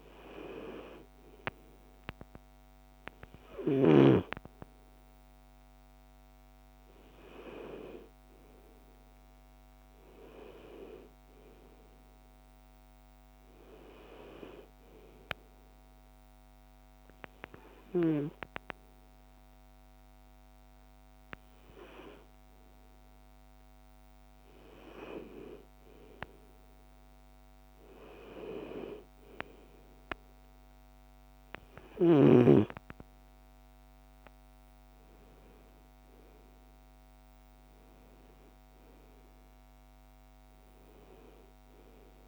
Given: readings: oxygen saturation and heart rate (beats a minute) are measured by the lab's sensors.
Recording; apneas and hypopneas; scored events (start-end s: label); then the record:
breathing in sleep by a microphone on the trachea; 1
14.50-25.00 s: hypopnea (oxygen 96% before, 93% lowest)
27.00-32.00 s: arousal
From the record:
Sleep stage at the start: N2 (light sleep); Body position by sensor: on the back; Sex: female